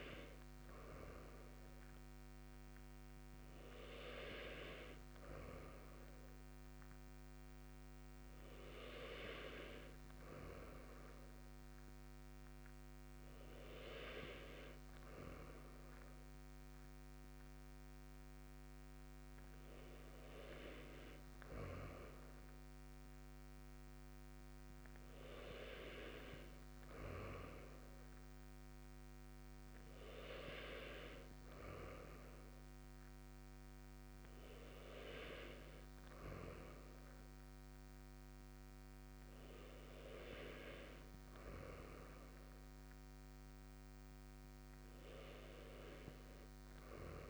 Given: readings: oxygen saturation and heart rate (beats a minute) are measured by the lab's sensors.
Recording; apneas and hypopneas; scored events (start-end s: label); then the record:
breathing in sleep by a microphone on the trachea; none
none scored
From the record:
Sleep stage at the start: N2 (light sleep); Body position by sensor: on the right side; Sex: male